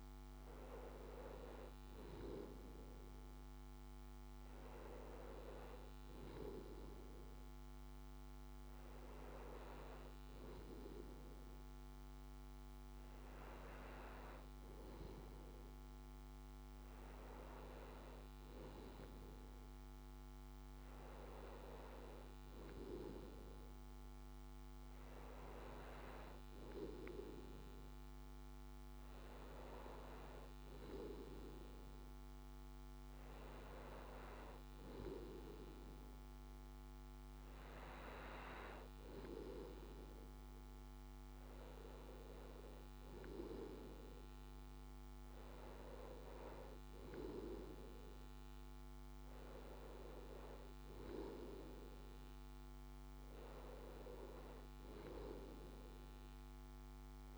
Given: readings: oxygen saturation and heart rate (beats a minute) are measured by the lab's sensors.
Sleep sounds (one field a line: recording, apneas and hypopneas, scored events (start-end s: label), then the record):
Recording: breathing in sleep by a microphone on the trachea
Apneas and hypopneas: none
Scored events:
none scored
From the record:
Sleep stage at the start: N2 (light sleep)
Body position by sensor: on the left side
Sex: male